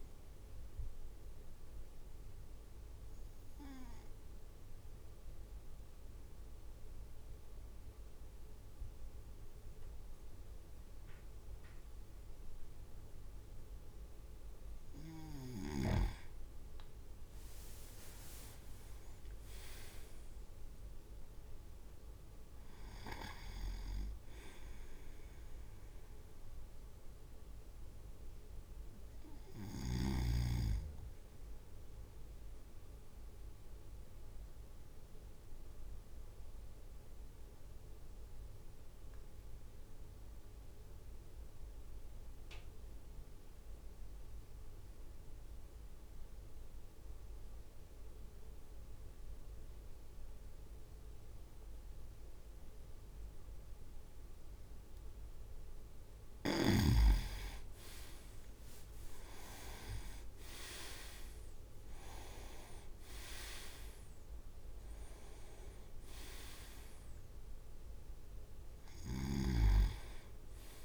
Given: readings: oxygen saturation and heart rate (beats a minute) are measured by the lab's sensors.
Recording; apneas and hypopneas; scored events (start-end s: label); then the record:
breathing in sleep by a room microphone; 2
2.00-15.50 s: obstructive apnea (oxygen 99% before, 95% lowest, heart rate 54 before, 51 extreme, up 11 after)
17.00-18.50 s: leg movement (device-marked)
17.50-29.50 s: drop in pulse transit time (device-marked, heart rate 54 before, 52 extreme)
18.00-22.00 s: arousal
19.00-21.00 s: leg movement (device-marked)
32.00-55.50 s: obstructive apnea (oxygen 99% before, 95% lowest, heart rate 57 before, 51 extreme, up 8 after)
59.00-60.50 s: leg movement (device-marked)
60.00-64.50 s: arousal
60.50-62.00 s: leg movement (device-marked)
60.50-70.85 s: drop in pulse transit time (device-marked, heart rate 53 before, 57 extreme)
69.00-70.85 s: snoring (device-marked)
From the record:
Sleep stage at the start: N2 (light sleep); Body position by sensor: on the right side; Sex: male